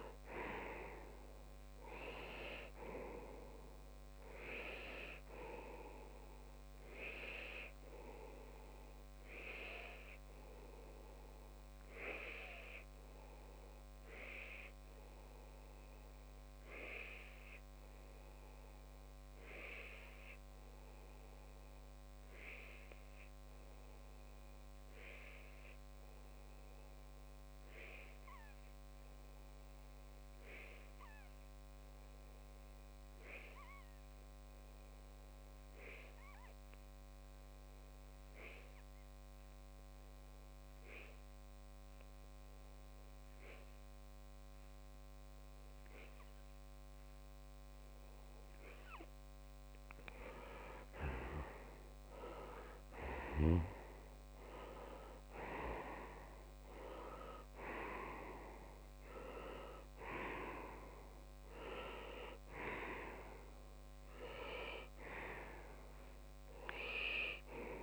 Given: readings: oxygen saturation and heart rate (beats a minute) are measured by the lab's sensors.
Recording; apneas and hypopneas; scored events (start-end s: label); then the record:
breathing in sleep by a microphone on the trachea; 1
0.00-2.50 s: oxygen desaturation (device-marked, oxygen 93% lowest)
6.50-49.50 s: obstructive apnea (oxygen 97% before, 93% lowest)
50.50-67.50 s: oxygen desaturation (device-marked, oxygen 98% before, 94% lowest)
51.00-54.50 s: arousal
From the record:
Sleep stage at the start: N2 (light sleep); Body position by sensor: on the left side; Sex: male